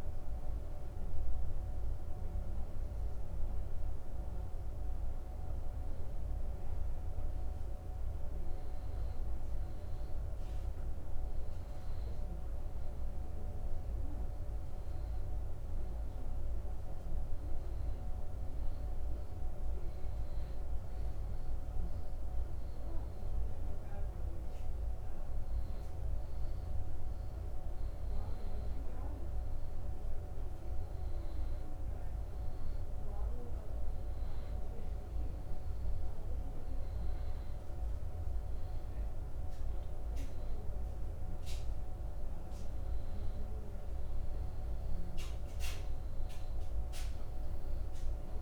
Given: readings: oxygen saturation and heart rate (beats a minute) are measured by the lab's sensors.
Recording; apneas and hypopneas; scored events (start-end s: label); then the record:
breathing in sleep, hard to hear, by a room microphone; none
none scored
From the record:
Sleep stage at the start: N2 (light sleep); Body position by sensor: on the back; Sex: male